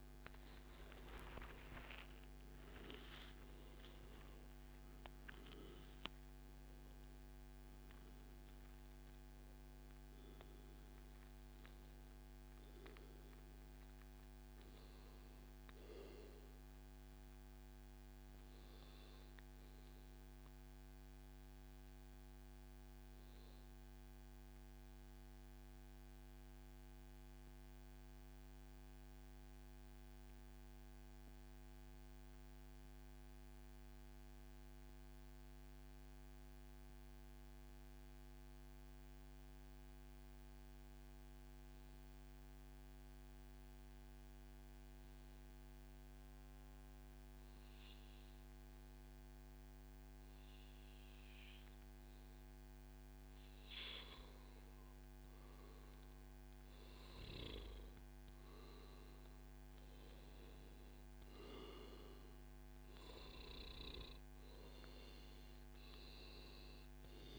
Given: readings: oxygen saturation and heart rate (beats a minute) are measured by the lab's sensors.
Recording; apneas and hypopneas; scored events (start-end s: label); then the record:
breathing in sleep by a microphone on the trachea; 1
0.00-2.50 s: arousal
10.00-12.00 s: oxygen desaturation (device-marked, oxygen 95% before, 92% lowest, heart rate 140 before, 97 extreme)
17.00-54.00 s: mixed apnea (oxygen 96% before, 92% lowest, heart rate 140 before, 96 extreme, up 41 after)
18.50-20.50 s: long interval between heartbeats (device-marked, heart rate 140 before, 116 extreme)
27.50-29.50 s: long interval between heartbeats (device-marked, heart rate 125 before, 98 extreme)
32.00-34.00 s: long interval between heartbeats (device-marked, heart rate 116 before, 117 extreme)
37.00-39.00 s: long interval between heartbeats (device-marked, heart rate 109 before, 102 extreme)
40.50-42.50 s: long interval between heartbeats (device-marked, heart rate 107 before, 97 extreme)
43.00-45.00 s: long interval between heartbeats (device-marked, heart rate 106 before, 98 extreme)
46.00-48.00 s: long interval between heartbeats (device-marked, heart rate 106 before, 107 extreme)
50.50-52.50 s: long interval between heartbeats (device-marked, heart rate 107 before, 116 extreme)
52.00-67.39 s: oxygen desaturation (device-marked, oxygen 98% before, 94% lowest, heart rate 108 before, 141 extreme)
57.50-62.00 s: arousal
From the record:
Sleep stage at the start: N2 (light sleep); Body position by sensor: on the back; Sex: male